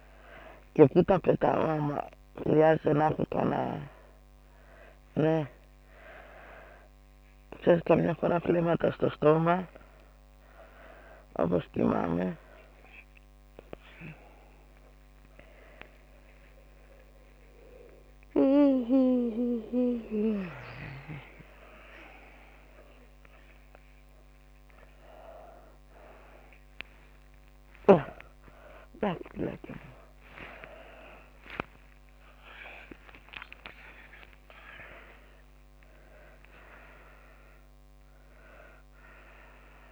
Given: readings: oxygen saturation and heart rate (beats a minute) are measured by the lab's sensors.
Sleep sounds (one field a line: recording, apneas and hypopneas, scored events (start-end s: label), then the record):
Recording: a person awake in a sleep study, by a microphone on the trachea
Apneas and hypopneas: none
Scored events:
0.50-5.50 s: snoring (device-marked)
From the record:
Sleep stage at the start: awake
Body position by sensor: on the back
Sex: female